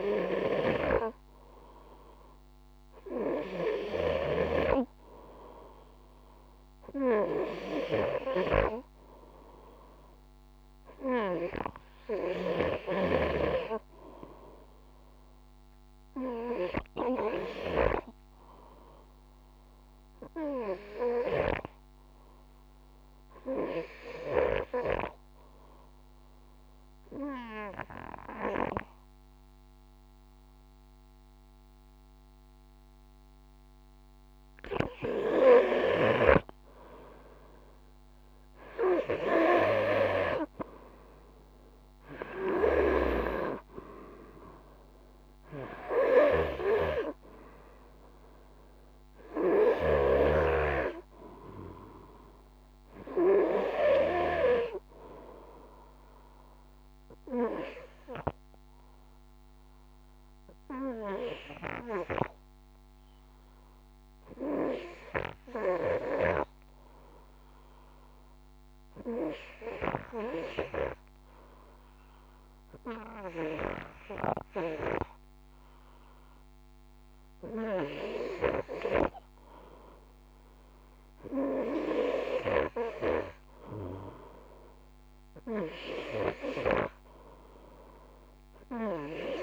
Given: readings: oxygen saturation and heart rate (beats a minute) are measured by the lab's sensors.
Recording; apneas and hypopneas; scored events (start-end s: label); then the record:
breathing in sleep by a microphone on the trachea; 2
22.50-35.50 s: obstructive apnea (oxygen 96% before, 91% lowest, heart rate 54 before, 50 extreme, up 3 after)
41.50-44.50 s: arousal
41.50-49.00 s: snoring (device-marked)
50.50-70.50 s: oxygen desaturation (device-marked, oxygen 94% before, 91% lowest, heart rate 52 before, 50 extreme)
56.50-77.50 s: obstructive apnea (oxygen 95% before, 91% lowest, heart rate 53 before, 50 extreme, up 0 after)
79.50-83.00 s: arousal
86.50-89.42 s: oxygen desaturation (device-marked, oxygen 96% before, 92% lowest, heart rate 52 before, 53 extreme)
From the record:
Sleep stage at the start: N2 (light sleep); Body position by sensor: on the front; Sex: male